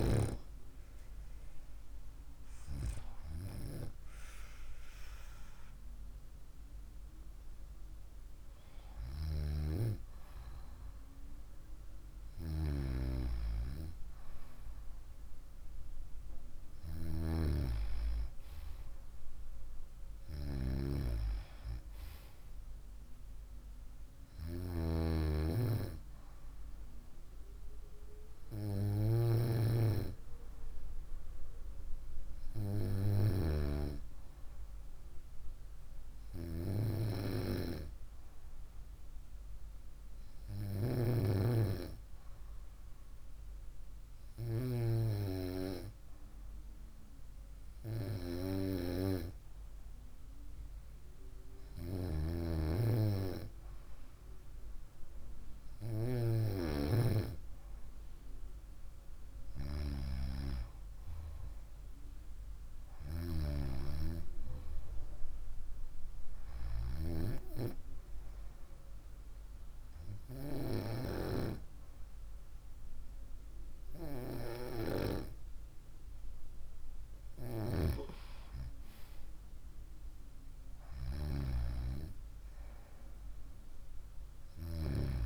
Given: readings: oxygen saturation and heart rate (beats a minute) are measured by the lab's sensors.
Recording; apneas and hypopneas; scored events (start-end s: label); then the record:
breathing in sleep by a room microphone; none
none scored
From the record:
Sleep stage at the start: N2 (light sleep); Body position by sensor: on the right side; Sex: female